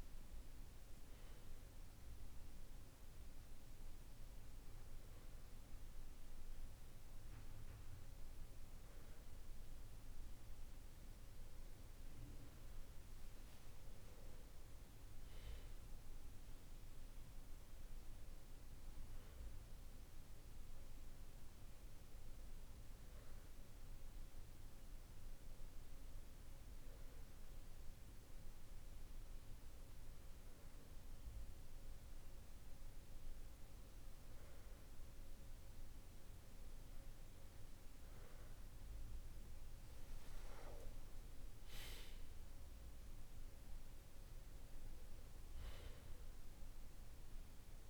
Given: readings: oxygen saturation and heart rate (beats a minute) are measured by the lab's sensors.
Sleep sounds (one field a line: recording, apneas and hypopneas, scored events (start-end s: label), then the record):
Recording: breathing in sleep, hard to hear, by a room microphone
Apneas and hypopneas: none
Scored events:
none scored
From the record:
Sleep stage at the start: N2 (light sleep)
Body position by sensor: on the back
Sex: male